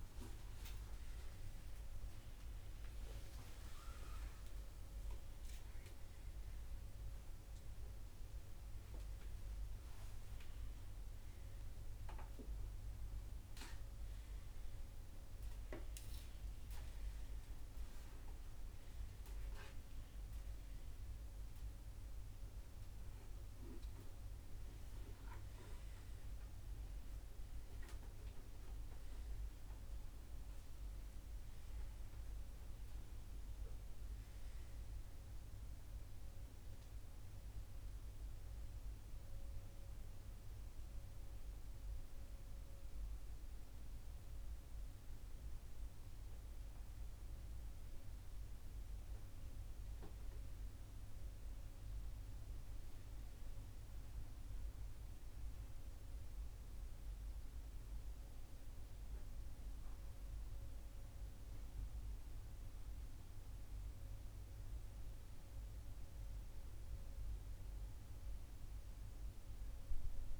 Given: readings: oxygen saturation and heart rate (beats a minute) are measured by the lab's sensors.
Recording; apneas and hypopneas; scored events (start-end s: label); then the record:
a person awake in a sleep study, hard to hear, by a room microphone; none
35.00-56.00 s: oxygen desaturation (device-marked, oxygen 100% before, 97% lowest, heart rate 79 before, 66 extreme)
From the record:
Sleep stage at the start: awake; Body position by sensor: upright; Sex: male